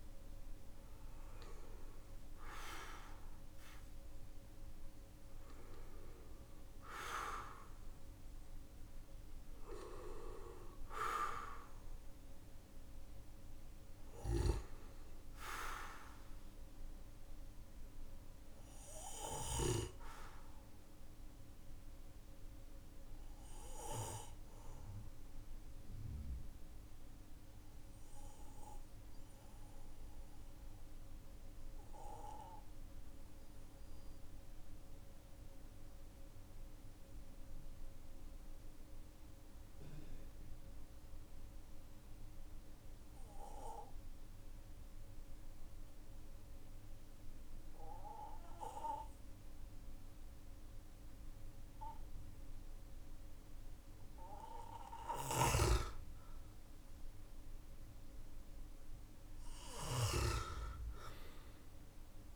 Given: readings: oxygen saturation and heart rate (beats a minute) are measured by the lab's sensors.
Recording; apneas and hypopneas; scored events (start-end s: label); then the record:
breathing in sleep by a room microphone; 1
0.00-2.00 s: arousal
2.00-41.00 s: oxygen desaturation (device-marked, oxygen 98% before, 92% lowest, heart rate 51 before, 41 extreme)
18.00-55.00 s: obstructive apnea (oxygen 98% before, 92% lowest, heart rate 51 before, 46 extreme, up 4 after)
18.00-62.36 s: new sleep stage, REM sleep
58.00-62.36 s: arousal
From the record:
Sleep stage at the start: N2 (light sleep); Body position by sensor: on the back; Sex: male